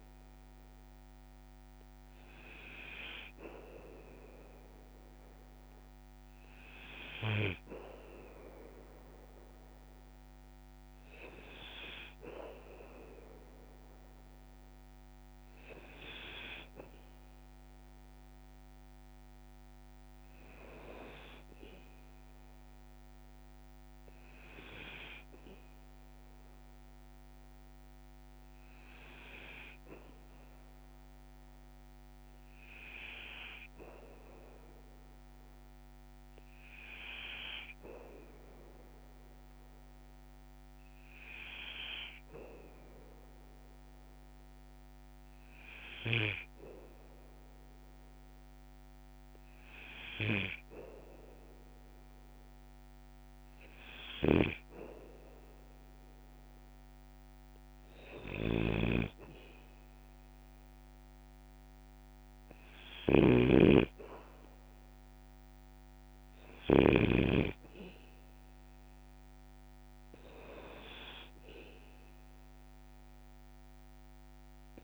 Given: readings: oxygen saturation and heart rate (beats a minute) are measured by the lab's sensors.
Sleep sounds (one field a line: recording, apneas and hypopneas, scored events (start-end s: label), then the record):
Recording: breathing in sleep by a microphone on the trachea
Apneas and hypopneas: 1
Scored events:
24.50-46.50 s: hypopnea (oxygen 97% before, 95% lowest, heart rate 57 before, 55 extreme, up 4 after)
49.00-52.00 s: arousal
54.00-67.00 s: snoring (device-marked)
From the record:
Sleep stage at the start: N2 (light sleep)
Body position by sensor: on the back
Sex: male